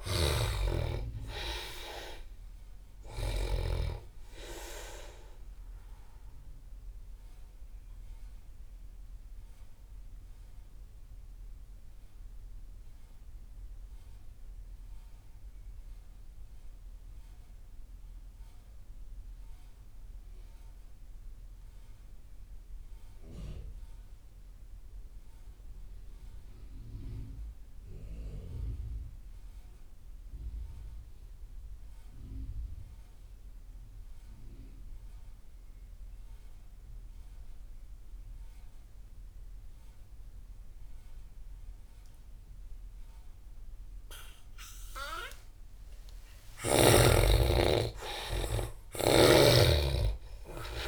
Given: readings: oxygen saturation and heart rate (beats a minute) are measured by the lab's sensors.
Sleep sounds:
breathing in sleep by a room microphone; 1
0.00-3.00 s: snoring (device-marked)
0.00-21.00 s: oxygen desaturation (device-marked, oxygen 74% lowest)
8.50-45.50 s: mixed apnea (oxygen 98% before, 74% lowest)
39.00-50.88 s: oxygen desaturation (device-marked, oxygen 98% before, 75% lowest)
46.00-50.88 s: arousal
From the record:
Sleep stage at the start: N2 (light sleep); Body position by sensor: on the back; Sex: male

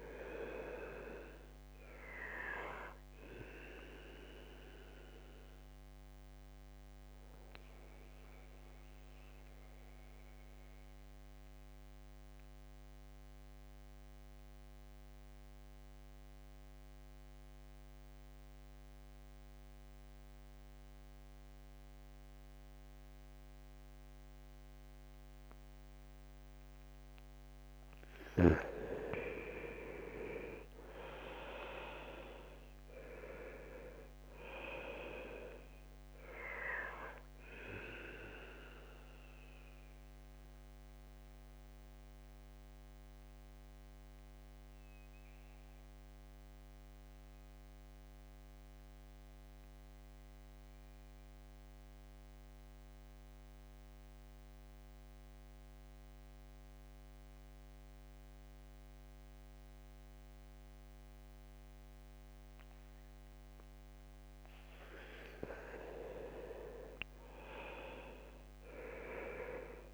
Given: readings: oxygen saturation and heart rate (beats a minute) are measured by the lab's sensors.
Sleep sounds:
breathing in sleep by a microphone on the trachea; 2
0.00-23.00 s: oxygen desaturation (device-marked, oxygen 81% lowest, heart rate 62 extreme)
4.00-26.50 s: mixed apnea (oxygen 98% before, 81% lowest, heart rate 70 before, 62 extreme, up 7 after)
28.00-31.50 s: arousal
34.00-59.00 s: oxygen desaturation (device-marked, oxygen 98% before, 85% lowest, heart rate 67 before, 63 extreme)
38.00-64.00 s: mixed apnea (oxygen 98% before, 83% lowest, heart rate 69 before, 62 extreme, up 3 after)
61.00-69.94 s: oxygen desaturation (device-marked, oxygen 99% before, 84% lowest, heart rate 68 before, 62 extreme)
65.50-69.50 s: arousal
From the record:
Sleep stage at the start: N2 (light sleep); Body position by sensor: on the back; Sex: male

